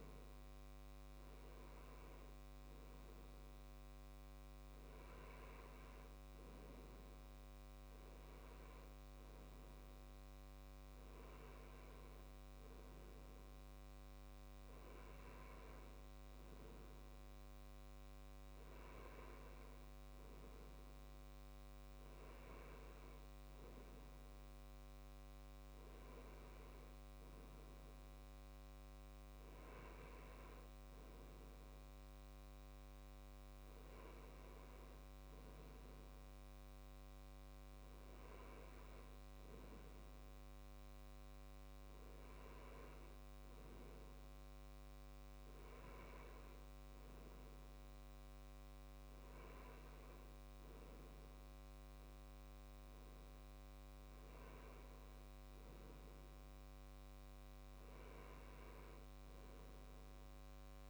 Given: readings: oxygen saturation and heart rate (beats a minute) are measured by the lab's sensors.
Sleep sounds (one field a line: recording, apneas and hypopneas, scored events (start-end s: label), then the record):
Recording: breathing in sleep, hard to hear, by a microphone on the trachea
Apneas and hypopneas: none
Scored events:
none scored
From the record:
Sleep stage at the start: N2 (light sleep)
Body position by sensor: on the left side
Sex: male